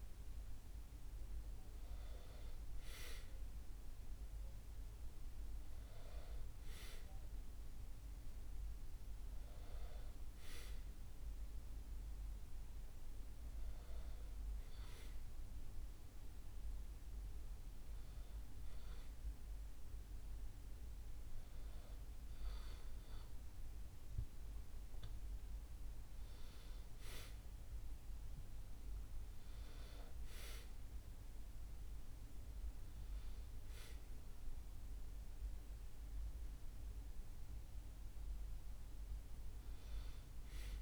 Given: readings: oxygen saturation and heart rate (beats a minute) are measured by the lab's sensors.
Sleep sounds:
a person partly awake in a sleep study, hard to hear, by a room microphone; none
6.50-40.82 s: new sleep stage, N1 (lightest sleep)
From the record:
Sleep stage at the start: awake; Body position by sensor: on the back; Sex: male

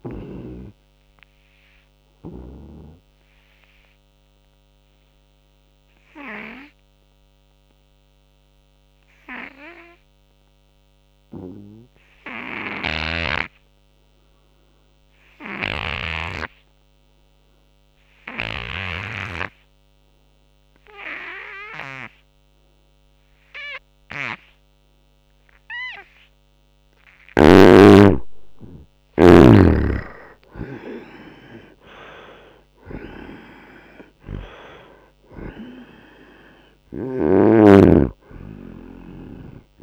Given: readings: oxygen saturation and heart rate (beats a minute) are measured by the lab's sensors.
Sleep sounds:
breathing in sleep by a microphone on the trachea; 1
0.00-18.00 s: oxygen desaturation (device-marked, oxygen 73% lowest, heart rate 73 extreme)
1.00-25.00 s: obstructive apnea (oxygen 97% before, 73% lowest, heart rate 79 before, 79 extreme, up 2 after)
12.50-16.00 s: snoring (device-marked)
27.00-30.50 s: arousal
29.00-39.83 s: oxygen desaturation (device-marked, oxygen 95% before, 74% lowest, heart rate 83 before, 73 extreme)
From the record:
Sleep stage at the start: N2 (light sleep); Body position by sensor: on the right side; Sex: male

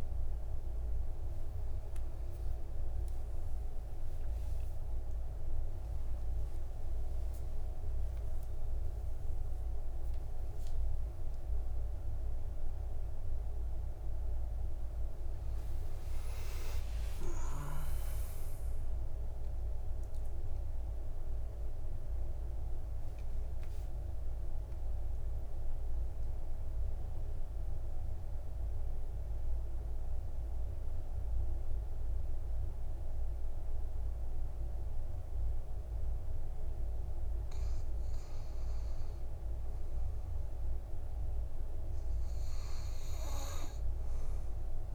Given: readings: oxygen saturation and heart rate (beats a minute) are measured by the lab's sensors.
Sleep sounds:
a person awake in a sleep study, hard to hear, by a room microphone; none
7.00-9.00 s: long interval between heartbeats (device-marked, heart rate 63 before, 79 extreme)
18.00-20.00 s: long interval between heartbeats (device-marked, heart rate 77 before, 100 extreme)
22.50-44.95 s: new sleep stage, N2 (light sleep)
From the record:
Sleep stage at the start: awake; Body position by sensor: on the back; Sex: male

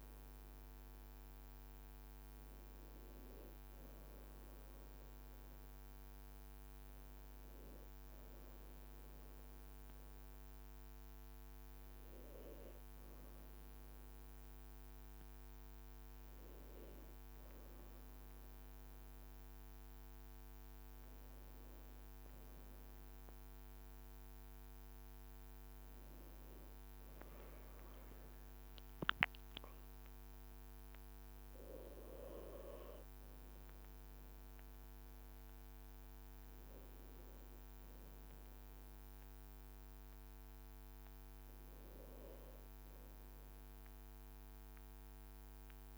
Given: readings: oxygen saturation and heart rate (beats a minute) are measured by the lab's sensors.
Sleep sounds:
breathing in sleep, hard to hear, by a microphone on the trachea; none
none scored
From the record:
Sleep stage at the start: N1 (lightest sleep); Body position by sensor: on the back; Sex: male

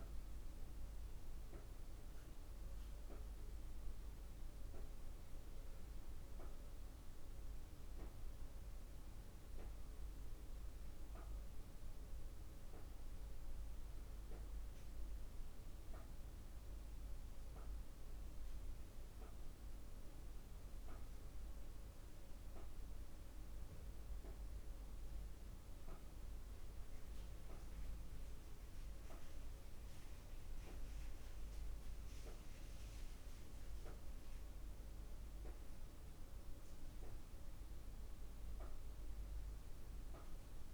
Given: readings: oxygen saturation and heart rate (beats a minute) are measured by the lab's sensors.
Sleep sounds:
breathing in sleep, hard to hear, by a room microphone; 1
0.00-2.50 s: arousal
17.50-36.00 s: hypopnea (oxygen 98% before, 94% lowest, heart rate 51 before, 48 extreme, up 4 after)
29.50-34.50 s: drop in pulse transit time (device-marked, heart rate 49 before, 50 extreme)
From the record:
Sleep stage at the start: N2 (light sleep); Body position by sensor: on the back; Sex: female

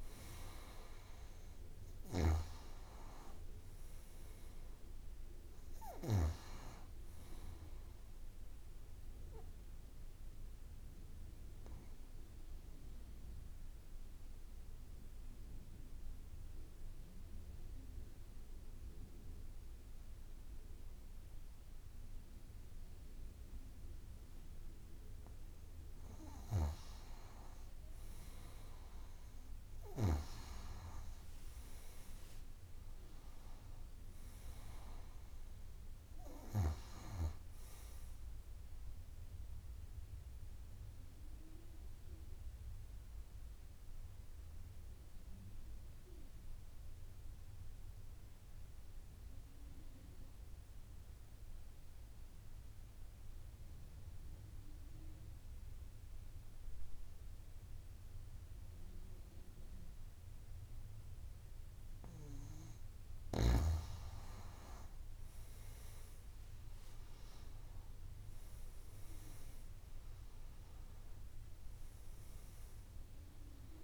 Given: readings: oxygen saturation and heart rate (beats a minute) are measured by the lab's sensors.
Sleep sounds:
breathing in sleep by a room microphone; 2
3.00-27.00 s: oxygen desaturation (device-marked, oxygen 96% before, 90% lowest)
9.50-25.50 s: obstructive apnea (oxygen 96% before, 88% lowest)
28.50-32.00 s: arousal
40.00-54.00 s: oxygen desaturation (device-marked, oxygen 96% before, 91% lowest)
40.00-63.50 s: obstructive apnea (oxygen 97% before, 87% lowest)
60.00-73.84 s: oxygen desaturation (device-marked, oxygen 97% before, 87% lowest)
66.50-71.00 s: arousal
From the record:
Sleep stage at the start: N2 (light sleep); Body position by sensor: on the back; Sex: female

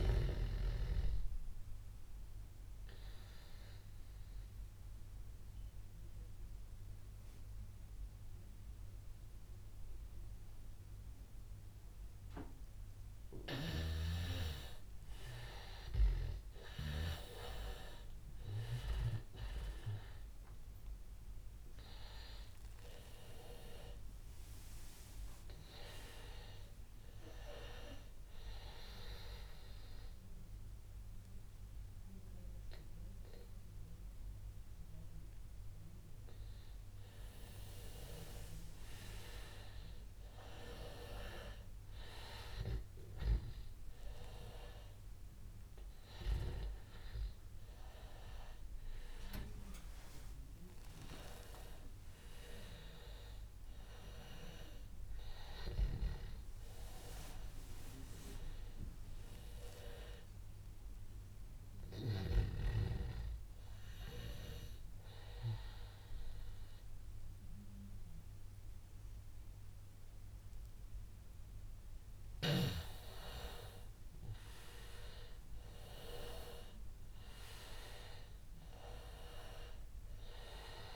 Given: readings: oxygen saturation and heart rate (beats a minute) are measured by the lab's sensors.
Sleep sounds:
breathing in sleep by a room microphone; 2
2.50-13.50 s: obstructive apnea (oxygen 97% before, 91% lowest, heart rate 91 before, 83 extreme, up 8 after)
14.50-19.00 s: arousal
19.50-37.50 s: oxygen desaturation (device-marked, oxygen 97% before, 91% lowest, heart rate 87 before, 86 extreme)
51.00-55.50 s: arousal
62.00-73.00 s: hypopnea (oxygen 97% before, 90% lowest, heart rate 97 before, 87 extreme, up 7 after)
74.50-77.50 s: arousal
78.50-80.96 s: oxygen desaturation (device-marked, oxygen 96% before, 90% lowest, heart rate 94 before, 88 extreme)
From the record:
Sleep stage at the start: N2 (light sleep); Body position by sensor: on the back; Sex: male

